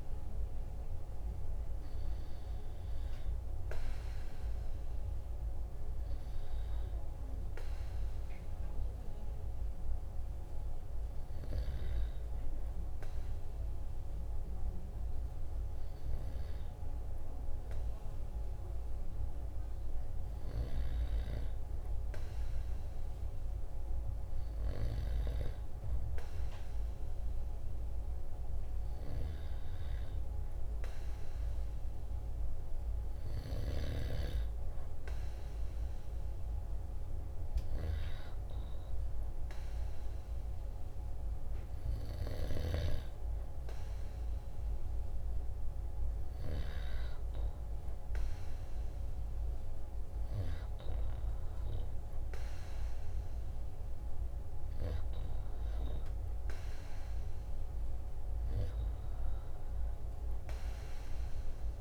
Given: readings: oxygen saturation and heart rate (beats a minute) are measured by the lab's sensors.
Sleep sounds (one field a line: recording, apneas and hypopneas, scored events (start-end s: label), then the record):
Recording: breathing in sleep by a room microphone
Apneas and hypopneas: none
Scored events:
none scored
From the record:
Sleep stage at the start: N2 (light sleep)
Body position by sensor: on the right side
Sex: male